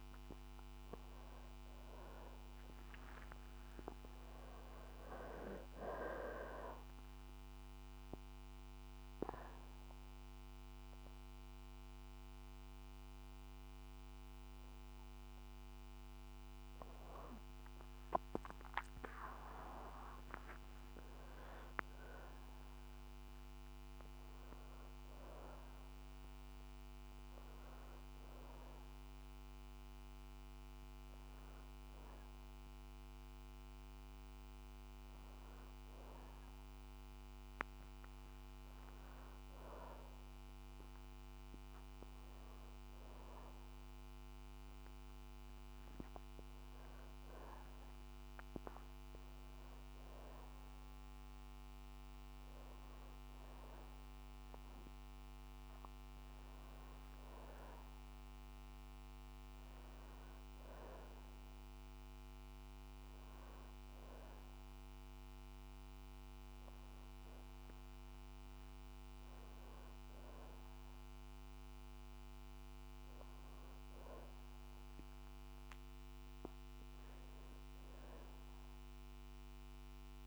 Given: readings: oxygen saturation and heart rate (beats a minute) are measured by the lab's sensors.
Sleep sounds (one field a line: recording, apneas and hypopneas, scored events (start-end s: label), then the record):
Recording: breathing in sleep by a microphone on the trachea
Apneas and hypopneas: none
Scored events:
17.50-22.50 s: arousal
68.00-72.50 s: arousal
From the record:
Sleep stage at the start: N2 (light sleep)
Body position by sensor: on the back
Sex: female